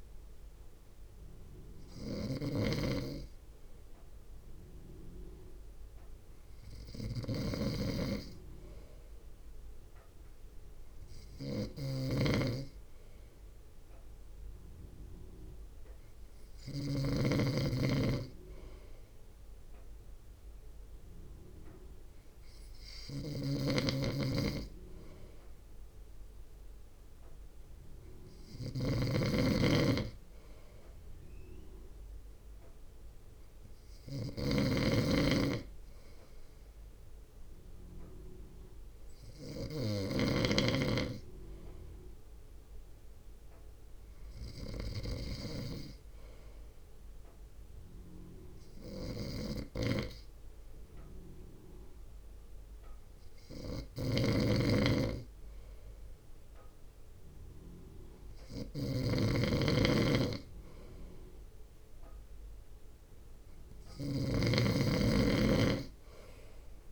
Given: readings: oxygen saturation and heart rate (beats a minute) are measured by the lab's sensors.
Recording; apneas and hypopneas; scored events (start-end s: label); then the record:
breathing in sleep by a room microphone; none
0.00-17.00 s: snoring (device-marked)
8.50-17.50 s: drop in pulse transit time (device-marked, heart rate 58 before, 54 extreme)
23.00-66.92 s: snoring (device-marked)
28.50-37.50 s: drop in pulse transit time (device-marked, heart rate 57 before, 57 extreme)
From the record:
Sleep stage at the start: N3 (deep sleep); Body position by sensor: on the front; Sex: male